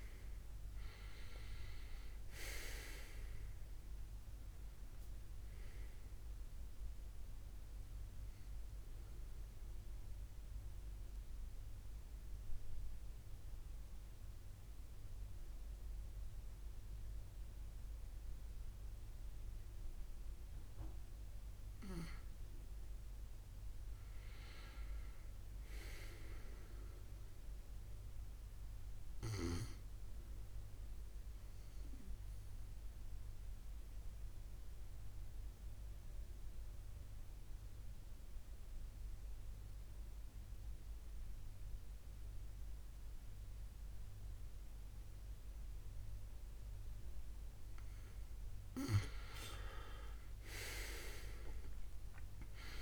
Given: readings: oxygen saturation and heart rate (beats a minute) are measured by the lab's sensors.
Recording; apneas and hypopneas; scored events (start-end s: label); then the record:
breathing in sleep by a room microphone; 2
0.00-1.00 s: arousal
8.50-21.50 s: central apnea (oxygen 98% before, 90% lowest, heart rate 74 before, 64 extreme, up 6 after)
14.00-29.00 s: oxygen desaturation (device-marked, oxygen 97% before, 93% lowest, heart rate 74 before, 64 extreme)
23.50-27.50 s: arousal
29.00-48.50 s: mixed apnea (oxygen 98% before, 90% lowest, heart rate 71 before, 64 extreme, up 12 after)
43.00-51.00 s: oxygen desaturation (device-marked, oxygen 97% before, 93% lowest, heart rate 69 before, 68 extreme)
50.00-52.82 s: arousal
From the record:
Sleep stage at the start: N2 (light sleep); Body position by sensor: on the back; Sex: male